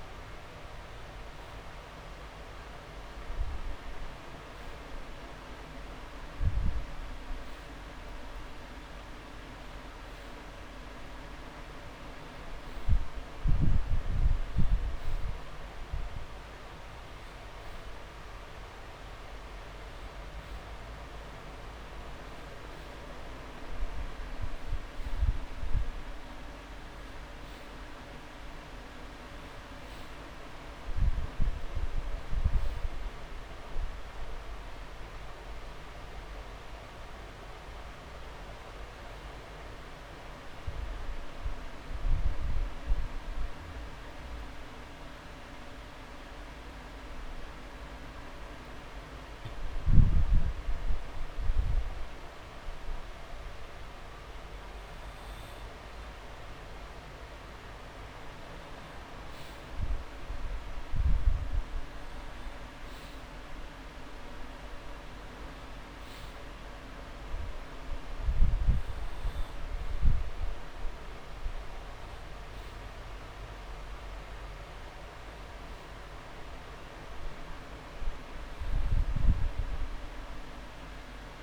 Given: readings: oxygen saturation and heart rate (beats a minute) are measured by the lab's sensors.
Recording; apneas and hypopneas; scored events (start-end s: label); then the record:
breathing in sleep, hard to hear, by a room microphone; none
19.50-21.50 s: long interval between heartbeats (device-marked)
41.00-43.00 s: long interval between heartbeats (device-marked)
57.50-59.50 s: long interval between heartbeats (device-marked)
From the record:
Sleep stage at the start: N2 (light sleep); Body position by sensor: on the back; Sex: male